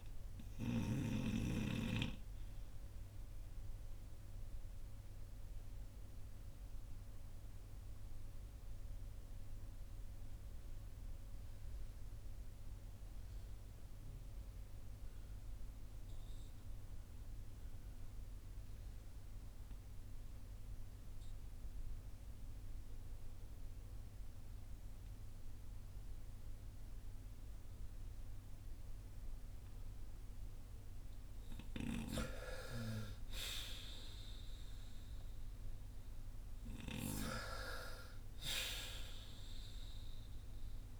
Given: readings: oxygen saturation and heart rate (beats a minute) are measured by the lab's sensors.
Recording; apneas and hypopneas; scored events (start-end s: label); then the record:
breathing in sleep by a room microphone; 1
0.00-27.00 s: oxygen desaturation (device-marked, oxygen 77% lowest, heart rate 46 extreme)
2.00-29.50 s: obstructive apnea (oxygen 97% before, 77% lowest, heart rate 59 before, 45 extreme, up 7 after)
32.50-36.50 s: arousal
38.00-41.00 s: oxygen desaturation (device-marked, oxygen 94% before, 78% lowest, heart rate 54 before, 45 extreme)
From the record:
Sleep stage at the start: REM sleep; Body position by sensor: on the front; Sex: male